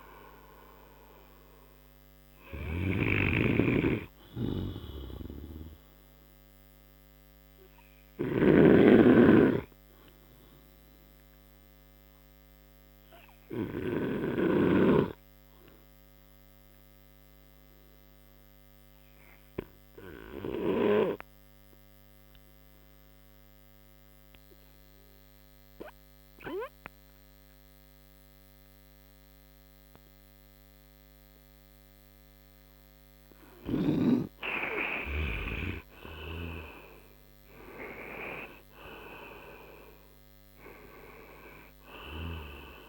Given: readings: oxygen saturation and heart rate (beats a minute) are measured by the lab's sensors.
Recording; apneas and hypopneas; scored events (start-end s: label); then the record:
breathing in sleep by a microphone on the trachea; 1
0.00-17.00 s: oxygen desaturation (device-marked, oxygen 98% before, 92% lowest)
3.50-33.00 s: obstructive apnea (oxygen 98% before, 89% lowest)
19.00-25.00 s: oxygen desaturation (device-marked, oxygen 97% before, 92% lowest)
36.00-40.00 s: arousal
From the record:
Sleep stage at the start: N2 (light sleep); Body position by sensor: on the right side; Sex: male